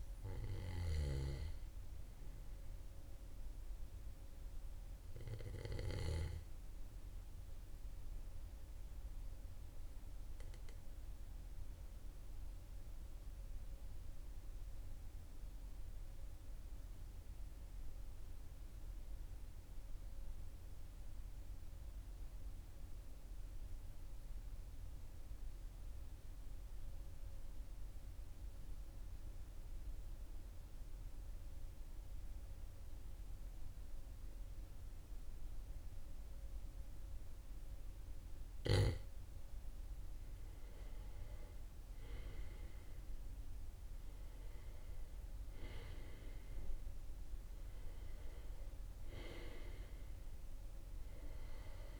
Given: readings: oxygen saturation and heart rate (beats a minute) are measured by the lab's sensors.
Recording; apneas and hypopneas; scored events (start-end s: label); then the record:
breathing in sleep by a room microphone; 1
0.00-14.00 s: oxygen desaturation (device-marked, oxygen 94% lowest, heart rate 39 extreme)
10.00-38.50 s: obstructive apnea (oxygen 98% before, 89% lowest, heart rate 41 before, 39 extreme, up 3 after)
39.00-52.00 s: oxygen desaturation (device-marked, oxygen 97% before, 89% lowest, heart rate 40 before, 39 extreme)
41.50-45.00 s: arousal
From the record:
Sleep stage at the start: N2 (light sleep); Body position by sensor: on the back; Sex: male